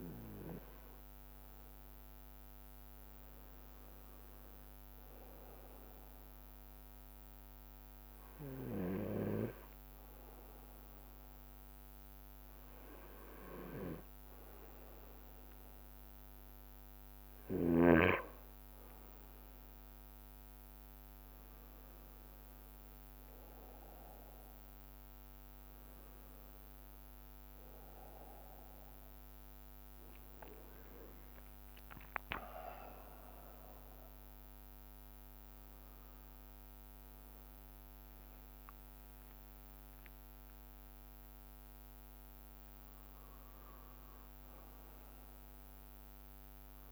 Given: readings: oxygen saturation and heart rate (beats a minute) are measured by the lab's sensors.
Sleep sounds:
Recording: breathing in sleep by a microphone on the trachea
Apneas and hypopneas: 1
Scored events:
0.00-4.00 s: bradycardia (device-marked, heart rate 49 extreme)
1.00-4.00 s: arousal
1.50-3.50 s: long interval between heartbeats (device-marked, heart rate 55 before, 49 extreme)
6.00-18.50 s: obstructive apnea (oxygen 93% before, 91% lowest, heart rate 53 before, 52 extreme, up 2 after)
8.00-20.00 s: bradycardia (device-marked, heart rate 61 before, 59 extreme)
25.00-32.00 s: bradycardia (device-marked, heart rate 61 before, 52 extreme)
26.50-28.50 s: long interval between heartbeats (device-marked, heart rate 60 before, 61 extreme)
38.00-43.00 s: arousal
41.00-46.92 s: drop in pulse transit time (device-marked, heart rate 60 before, 69 extreme)
43.00-45.00 s: long interval between heartbeats (device-marked, heart rate 62 before, 92 extreme)
45.00-46.92 s: long interval between heartbeats (device-marked, heart rate 65 before, 83 extreme)
From the record:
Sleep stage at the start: N2 (light sleep)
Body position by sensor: on the right side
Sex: male

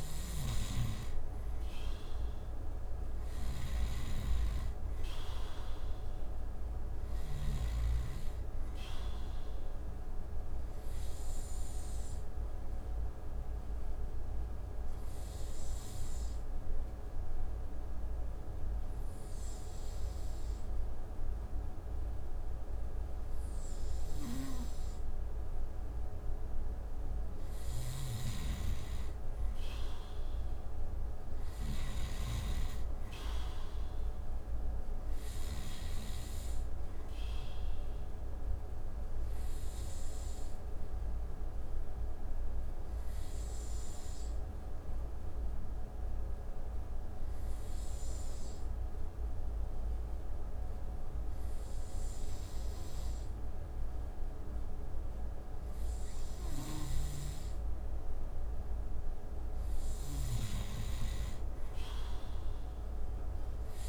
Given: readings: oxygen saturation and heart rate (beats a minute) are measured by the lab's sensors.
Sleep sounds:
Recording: breathing in sleep, hard to hear, by a room microphone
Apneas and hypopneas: 2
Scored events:
0.00-2.00 s: arousal
0.00-7.00 s: snoring (device-marked)
9.00-23.00 s: oxygen desaturation (device-marked, oxygen 94% before, 89% lowest)
10.50-26.00 s: obstructive apnea (oxygen 94% before, 89% lowest)
27.00-35.00 s: snoring (device-marked)
29.00-32.50 s: arousal
38.00-51.00 s: oxygen desaturation (device-marked, oxygen 94% before, 90% lowest)
40.50-56.50 s: obstructive apnea (oxygen 94% before, 89% lowest)
56.00-63.89 s: snoring (device-marked)
59.00-63.00 s: arousal
From the record:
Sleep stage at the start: N2 (light sleep)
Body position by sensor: on the right side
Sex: male

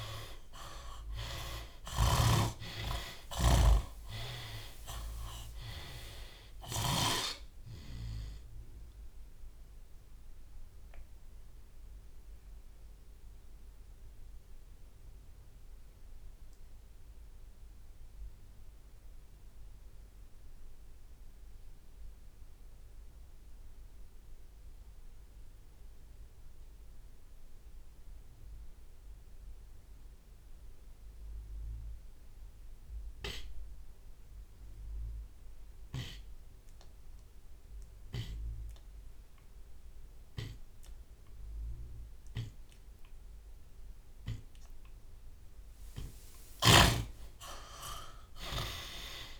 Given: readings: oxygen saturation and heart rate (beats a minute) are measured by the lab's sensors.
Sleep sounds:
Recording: breathing in sleep by a room microphone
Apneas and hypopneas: 1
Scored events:
0.00-2.00 s: arousal
0.00-7.00 s: snoring (device-marked)
0.00-24.50 s: drop in pulse transit time (device-marked)
0.50-2.50 s: long interval between heartbeats (device-marked, heart rate 92 before, 88 extreme)
4.00-6.00 s: long interval between heartbeats (device-marked, heart rate 98 before, 66 extreme)
6.00-8.00 s: long interval between heartbeats (device-marked, heart rate 98 before, 50 extreme)
11.50-45.00 s: obstructive apnea (oxygen 97% before, 78% lowest)
24.50-26.50 s: long interval between heartbeats (device-marked, heart rate 42 before, 60 extreme)
25.50-40.50 s: oxygen desaturation (device-marked, oxygen 95% before, 78% lowest, heart rate 42 before, 33 extreme)
30.50-32.50 s: long interval between heartbeats (device-marked, heart rate 43 before, 67 extreme)
46.50-49.39 s: snoring (device-marked)
46.50-49.39 s: tachycardia (device-marked, heart rate 53 before, 121 extreme)
47.00-49.39 s: arousal
From the record:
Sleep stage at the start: N2 (light sleep)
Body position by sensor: on the left side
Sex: male

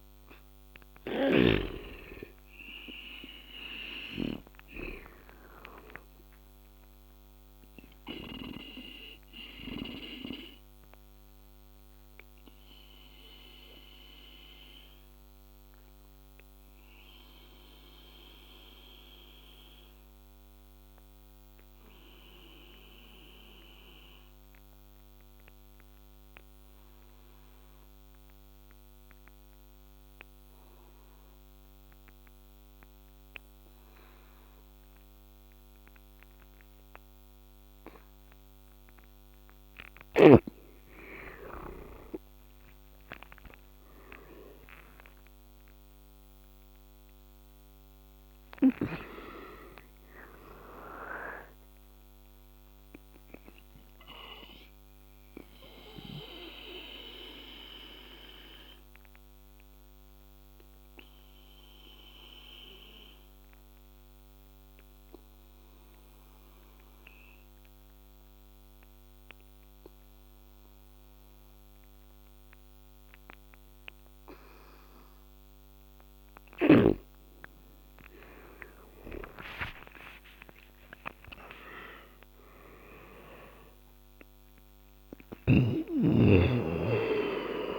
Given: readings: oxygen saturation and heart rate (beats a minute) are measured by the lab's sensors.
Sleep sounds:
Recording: breathing in sleep by a microphone on the trachea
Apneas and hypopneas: 2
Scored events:
0.50-4.00 s: arousal
0.50-9.50 s: snoring (device-marked)
4.00-30.00 s: oxygen desaturation (device-marked, oxygen 100% before, 86% lowest, heart rate 75 before, 68 extreme)
10.50-38.00 s: obstructive apnea (oxygen 100% before, 85% lowest, heart rate 76 before, 68 extreme, up 15 after)
35.00-73.00 s: oxygen desaturation (device-marked, oxygen 99% before, 85% lowest, heart rate 72 before, 69 extreme)
41.00-47.00 s: arousal
53.50-74.50 s: obstructive apnea (oxygen 99% before, 85% lowest, heart rate 80 before, 69 extreme, up 12 after)
76.50-82.50 s: arousal
From the record:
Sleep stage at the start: N2 (light sleep)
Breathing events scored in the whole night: 366 in 3.5 hours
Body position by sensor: on the back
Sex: male

